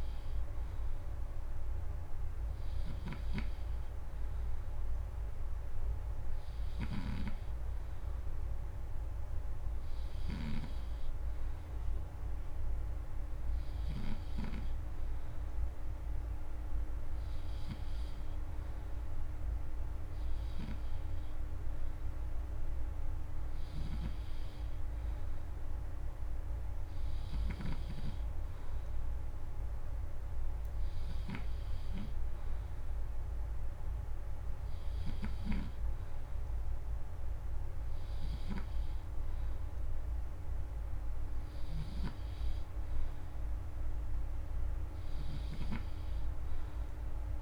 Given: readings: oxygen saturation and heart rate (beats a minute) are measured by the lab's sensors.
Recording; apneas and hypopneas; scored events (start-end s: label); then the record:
breathing in sleep by a room microphone; none
2.50-14.00 s: snoring (device-marked)
41.50-47.42 s: snoring (device-marked)
From the record:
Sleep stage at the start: N3 (deep sleep); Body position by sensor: on the back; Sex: male